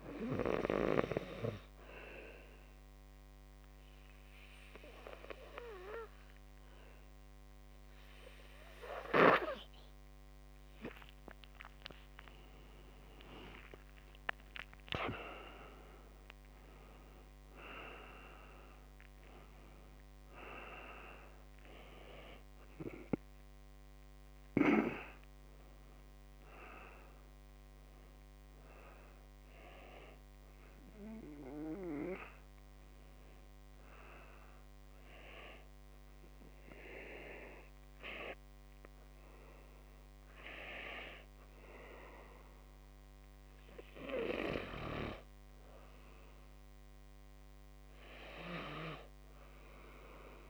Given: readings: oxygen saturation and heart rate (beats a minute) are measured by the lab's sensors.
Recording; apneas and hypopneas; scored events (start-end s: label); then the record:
breathing in sleep by a microphone on the trachea; 2
2.00-12.00 s: obstructive apnea (oxygen 93% before, 90% lowest, heart rate 59 before, 53 extreme, up 19 after)
13.00-16.00 s: arousal
32.00-44.50 s: hypopnea (oxygen 93% before, 91% lowest, heart rate 65 before, 52 extreme, up 6 after)
47.00-50.50 s: arousal
From the record:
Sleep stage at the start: N2 (light sleep); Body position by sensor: on the back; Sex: male